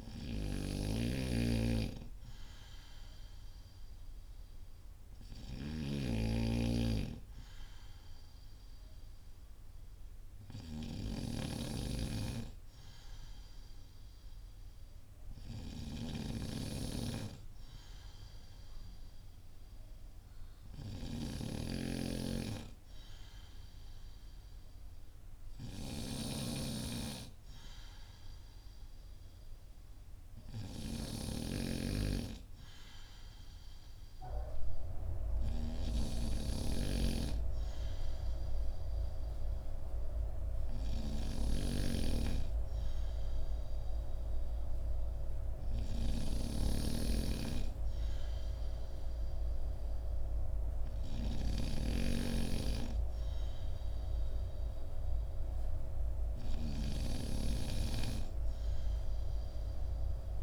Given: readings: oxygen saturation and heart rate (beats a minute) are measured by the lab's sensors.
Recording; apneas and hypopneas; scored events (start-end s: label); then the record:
breathing in sleep by a room microphone; none
0.00-51.00 s: snoring (device-marked)
From the record:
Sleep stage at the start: N2 (light sleep); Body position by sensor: on the back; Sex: male